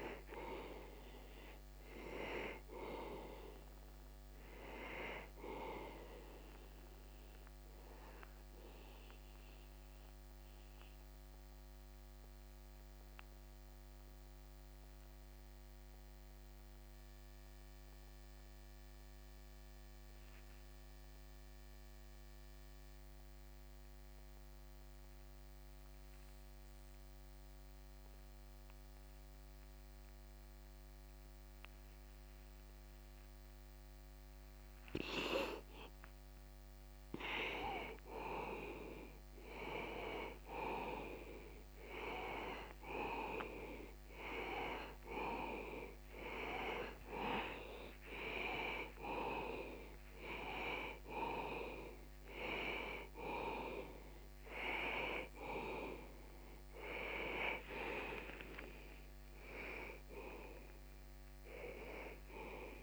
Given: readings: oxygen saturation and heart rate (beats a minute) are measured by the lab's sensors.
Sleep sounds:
breathing in sleep by a microphone on the trachea; 1
8.00-36.00 s: mixed apnea (oxygen 96% before, 81% lowest)
38.50-42.00 s: arousal
39.00-54.00 s: oxygen desaturation (device-marked, oxygen 97% before, 91% lowest)
56.00-62.83 s: oxygen desaturation (device-marked, oxygen 93% before, 84% lowest, heart rate 77 before, 27 extreme)
60.00-62.83 s: arousal
From the record:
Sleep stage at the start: N2 (light sleep); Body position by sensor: on the back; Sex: male

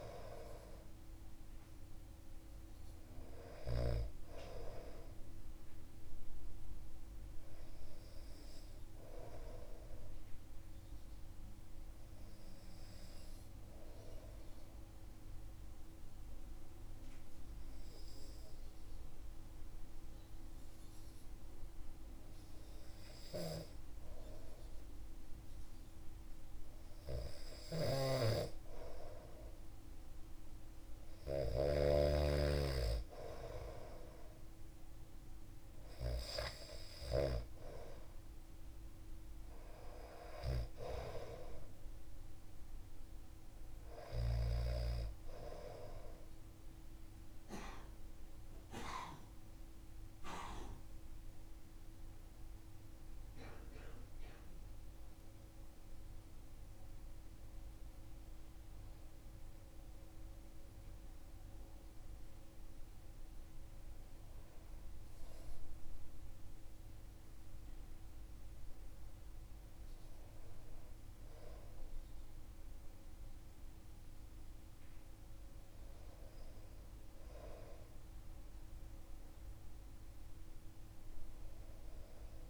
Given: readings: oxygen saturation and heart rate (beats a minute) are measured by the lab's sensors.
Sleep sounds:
breathing in sleep by a room microphone; 1
0.00-3.50 s: snoring (device-marked)
12.50-28.00 s: hypopnea (oxygen 99% before, 95% lowest)
27.00-31.50 s: snoring (device-marked)
31.00-34.50 s: arousal
From the record:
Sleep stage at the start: N2 (light sleep); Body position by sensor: on the back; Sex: male

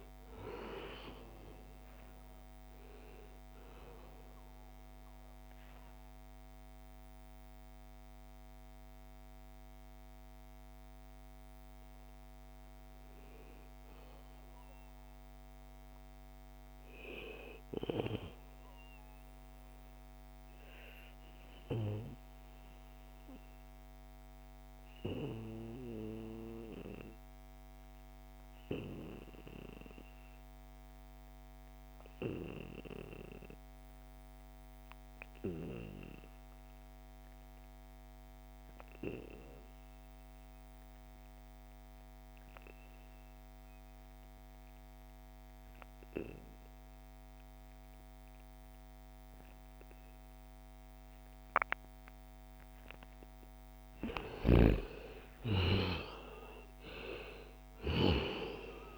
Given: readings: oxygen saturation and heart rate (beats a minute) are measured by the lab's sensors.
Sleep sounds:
breathing in sleep by a microphone on the trachea; 1
0.00-19.50 s: oxygen desaturation (device-marked, oxygen 88% lowest, heart rate 61 extreme)
20.50-52.00 s: obstructive apnea (oxygen 97% before, 86% lowest, heart rate 78 before, 62 extreme, up 12 after)
39.50-58.98 s: oxygen desaturation (device-marked, oxygen 98% before, 86% lowest, heart rate 70 before, 62 extreme)
54.00-58.50 s: arousal
From the record:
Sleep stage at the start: N2 (light sleep); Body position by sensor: on the back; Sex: male

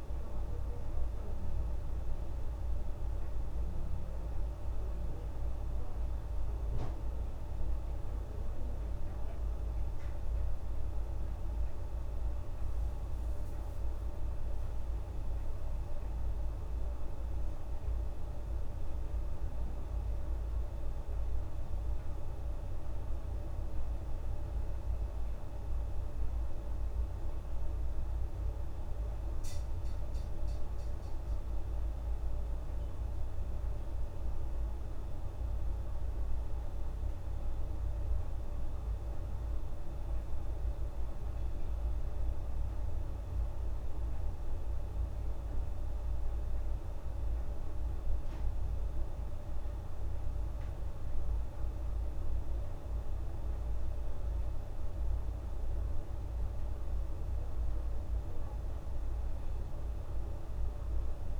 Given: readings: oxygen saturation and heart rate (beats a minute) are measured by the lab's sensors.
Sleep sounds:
breathing in sleep, hard to hear, by a room microphone; none
none scored
From the record:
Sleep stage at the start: N1 (lightest sleep); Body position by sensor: on the back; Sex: female

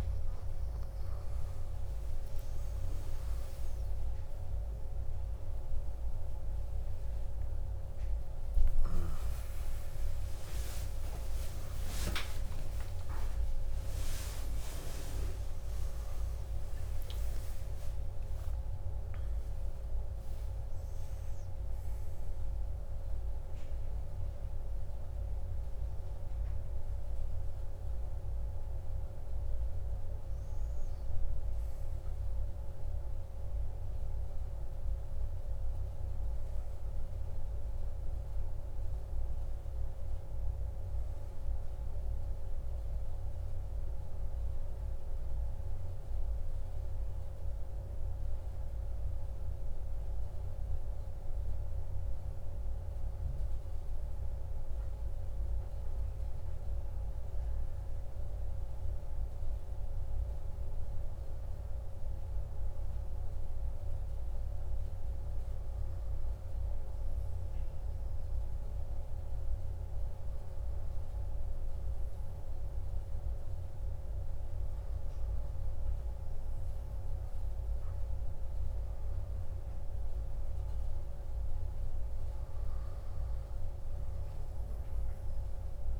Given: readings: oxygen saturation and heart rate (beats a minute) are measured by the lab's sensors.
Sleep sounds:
a person partly awake in a sleep study, hard to hear, by a room microphone; 1
17.00-86.00 s: new sleep stage, N1 (lightest sleep)
56.00-60.50 s: arousal
66.50-76.50 s: hypopnea (oxygen 99% before, 96% lowest, heart rate 53 before, 54 extreme, up 2 after)
77.00-81.50 s: arousal
From the record:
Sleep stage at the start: awake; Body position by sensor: on the back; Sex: male

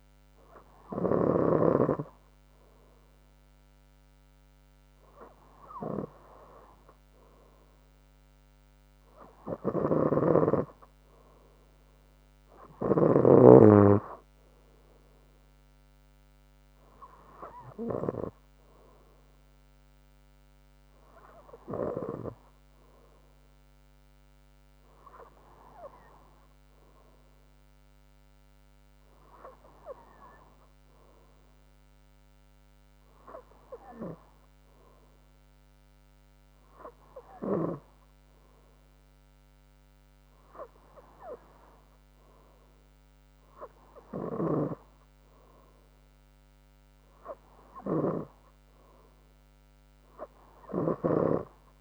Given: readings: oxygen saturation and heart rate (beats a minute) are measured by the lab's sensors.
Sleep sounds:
breathing in sleep by a microphone on the trachea; none
none scored
From the record:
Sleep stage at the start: N3 (deep sleep); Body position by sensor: on the front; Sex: female

